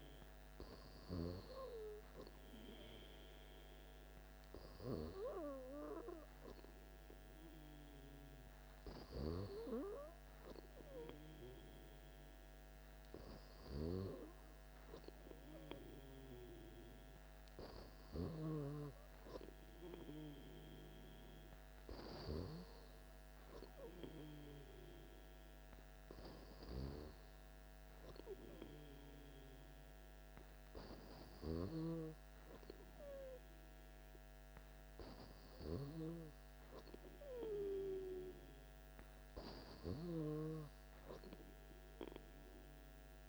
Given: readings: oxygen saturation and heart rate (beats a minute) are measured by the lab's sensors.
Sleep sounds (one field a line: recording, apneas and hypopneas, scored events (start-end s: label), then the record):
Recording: breathing in sleep by a microphone on the trachea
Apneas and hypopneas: none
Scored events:
none scored
From the record:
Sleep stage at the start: N2 (light sleep)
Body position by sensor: on the back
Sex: male